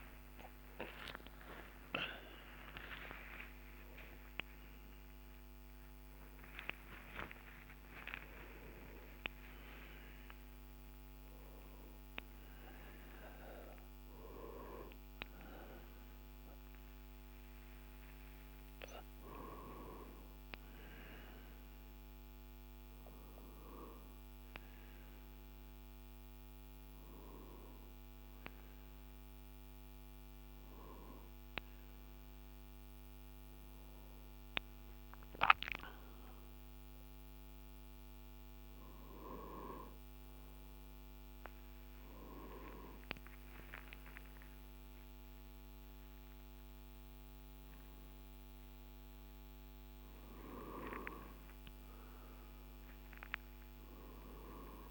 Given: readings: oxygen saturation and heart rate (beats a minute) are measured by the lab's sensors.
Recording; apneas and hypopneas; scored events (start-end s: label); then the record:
a person awake in a sleep study, by a microphone on the trachea; none
2.00-4.00 s: long interval between heartbeats (device-marked, heart rate 95 before, 80 extreme)
7.50-9.50 s: long interval between heartbeats (device-marked, heart rate 95 before, 88 extreme)
From the record:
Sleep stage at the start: awake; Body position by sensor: on the right side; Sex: male